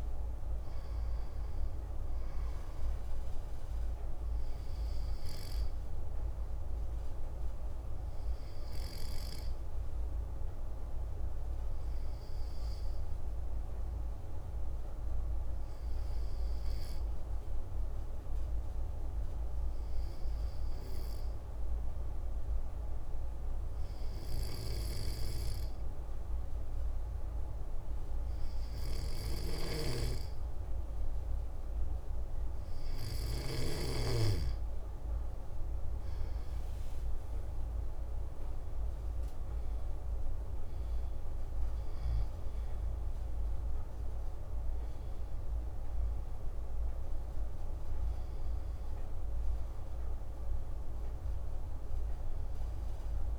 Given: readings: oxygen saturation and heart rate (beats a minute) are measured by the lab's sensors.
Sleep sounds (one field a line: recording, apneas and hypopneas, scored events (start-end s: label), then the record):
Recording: breathing in sleep, hard to hear, by a room microphone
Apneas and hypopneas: 1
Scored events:
6.50-33.50 s: obstructive apnea (oxygen 96% before, 92% lowest, heart rate 120 before, 40 extreme)
36.00-40.50 s: arousal
38.50-53.39 s: oxygen desaturation (device-marked, oxygen 95% before, 92% lowest, heart rate 72 before, 104 extreme)
From the record:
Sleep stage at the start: N2 (light sleep)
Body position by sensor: on the back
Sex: male